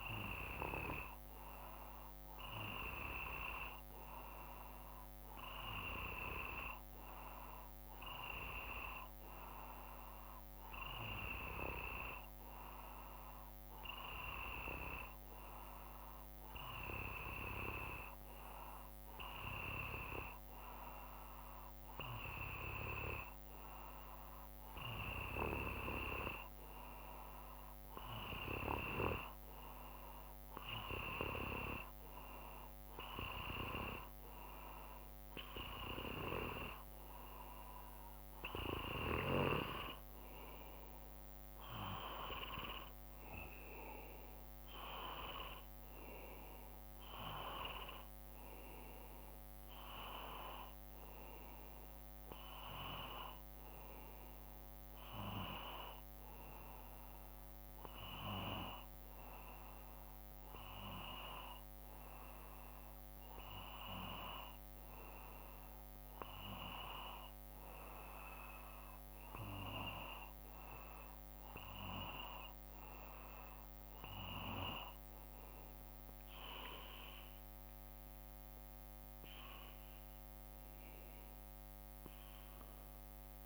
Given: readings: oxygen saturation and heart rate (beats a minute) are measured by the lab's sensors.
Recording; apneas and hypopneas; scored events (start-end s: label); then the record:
breathing in sleep by a microphone on the trachea; 1
54.00-57.00 s: arousal
60.00-73.50 s: hypopnea (oxygen 94% before, 91% lowest, heart rate 55 before, 54 extreme, up 2 after)
78.00-82.00 s: arousal
From the record:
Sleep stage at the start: N2 (light sleep); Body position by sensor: on the back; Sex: male